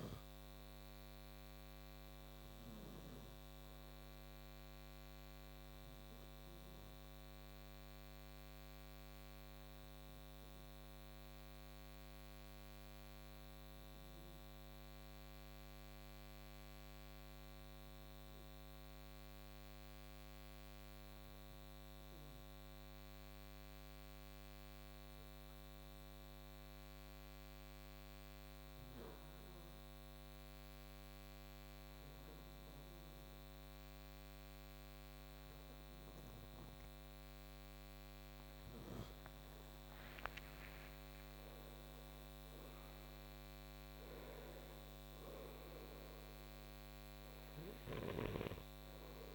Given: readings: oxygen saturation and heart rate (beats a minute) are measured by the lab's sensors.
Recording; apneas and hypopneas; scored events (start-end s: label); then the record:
breathing in sleep, hard to hear, by a microphone on the trachea; 1
0.00-21.00 s: oxygen desaturation (device-marked, oxygen 91% lowest, heart rate 61 extreme)
10.50-35.50 s: obstructive apnea (oxygen 97% before, 90% lowest, heart rate 64 before, 58 extreme, up 8 after)
35.00-49.35 s: oxygen desaturation (device-marked, oxygen 97% before, 90% lowest, heart rate 64 before, 57 extreme)
38.50-43.00 s: arousal
From the record:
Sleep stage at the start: N2 (light sleep); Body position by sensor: on the right side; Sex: male